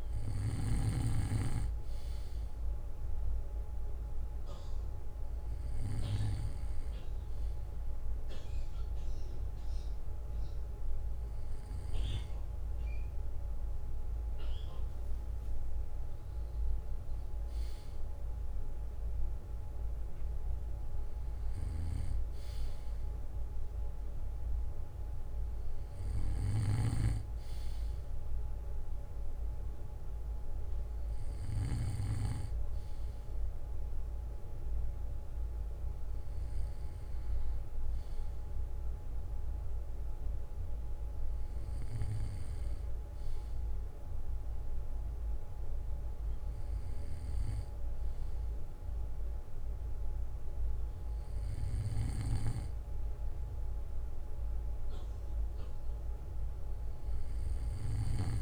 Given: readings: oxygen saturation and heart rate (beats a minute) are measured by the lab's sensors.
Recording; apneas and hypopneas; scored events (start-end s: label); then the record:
breathing in sleep by a room microphone; none
0.00-1.00 s: snoring (device-marked)
From the record:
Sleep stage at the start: N2 (light sleep); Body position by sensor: on the back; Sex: male